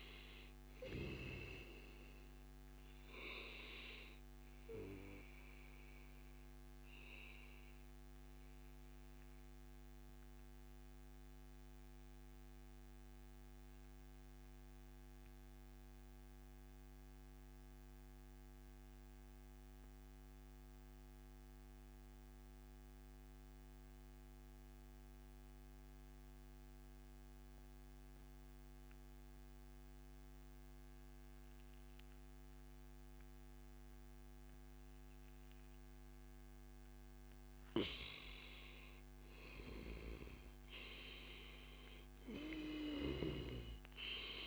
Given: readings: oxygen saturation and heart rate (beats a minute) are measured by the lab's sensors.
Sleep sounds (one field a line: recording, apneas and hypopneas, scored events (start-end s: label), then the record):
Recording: breathing in sleep by a microphone on the trachea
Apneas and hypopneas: 1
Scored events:
0.00-16.50 s: oxygen desaturation (device-marked, oxygen 92% lowest, heart rate 88 extreme)
8.50-35.50 s: mixed apnea (oxygen 98% before, 92% lowest, heart rate 111 before, 91 extreme, up 13 after)
14.50-16.50 s: long interval between heartbeats (device-marked, heart rate 104 before, 91 extreme)
36.50-44.47 s: oxygen desaturation (device-marked, oxygen 98% before, 94% lowest, heart rate 106 before, 97 extreme)
38.50-42.50 s: arousal
From the record:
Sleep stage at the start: N2 (light sleep)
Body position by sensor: on the back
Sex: male